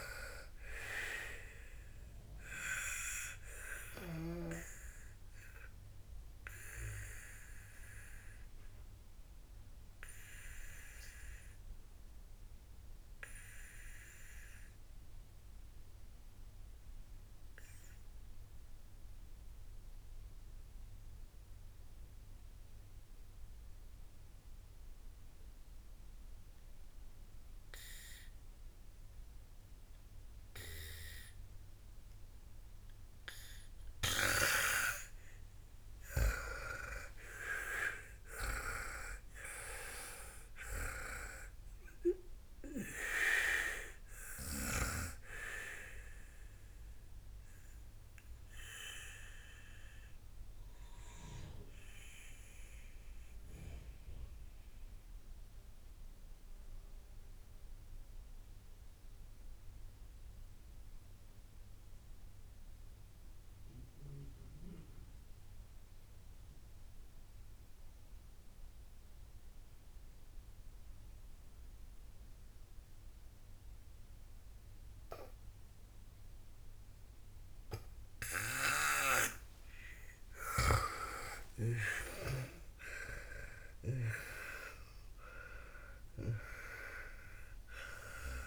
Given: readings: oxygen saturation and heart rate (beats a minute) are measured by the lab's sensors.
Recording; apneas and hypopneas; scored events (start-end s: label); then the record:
breathing in sleep by a room microphone; 2
0.00-23.00 s: oxygen desaturation (device-marked, oxygen 91% lowest, heart rate 49 extreme)
4.50-36.50 s: obstructive apnea (oxygen 98% before, 88% lowest, heart rate 68 before, 49 extreme, up 19 after)
38.00-41.50 s: arousal
38.00-63.00 s: oxygen desaturation (device-marked, oxygen 98% before, 88% lowest, heart rate 54 before, 48 extreme)
46.50-81.00 s: obstructive apnea (oxygen 98% before, 88% lowest, heart rate 61 before, 48 extreme, up 42 after)
81.00-88.46 s: oxygen desaturation (device-marked, oxygen 98% before, 89% lowest, heart rate 54 before, 49 extreme)
82.00-87.00 s: arousal
From the record:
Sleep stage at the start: N2 (light sleep); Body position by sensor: on the back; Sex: female